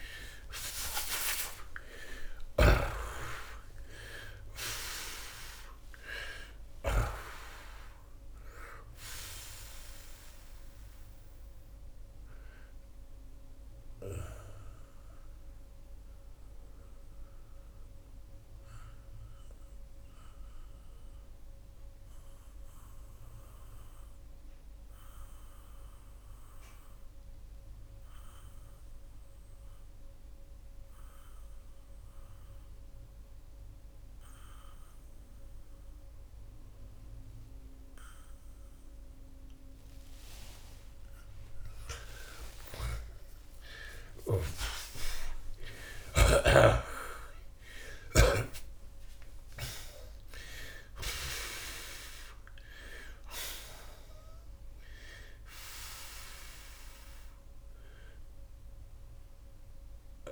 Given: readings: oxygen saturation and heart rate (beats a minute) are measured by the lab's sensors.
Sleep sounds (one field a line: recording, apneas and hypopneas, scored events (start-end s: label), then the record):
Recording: breathing in sleep by a room microphone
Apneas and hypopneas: 1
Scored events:
0.00-1.00 s: arousal
0.00-7.00 s: snoring (device-marked)
9.00-40.00 s: oxygen desaturation (device-marked, oxygen 92% before, 79% lowest)
15.00-40.00 s: obstructive apnea (oxygen 93% before, 79% lowest)
42.50-47.50 s: arousal
44.00-48.00 s: snoring (device-marked)
50.00-60.32 s: oxygen desaturation (device-marked, oxygen 94% before, 80% lowest)
From the record:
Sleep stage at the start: N2 (light sleep)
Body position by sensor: on the back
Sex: male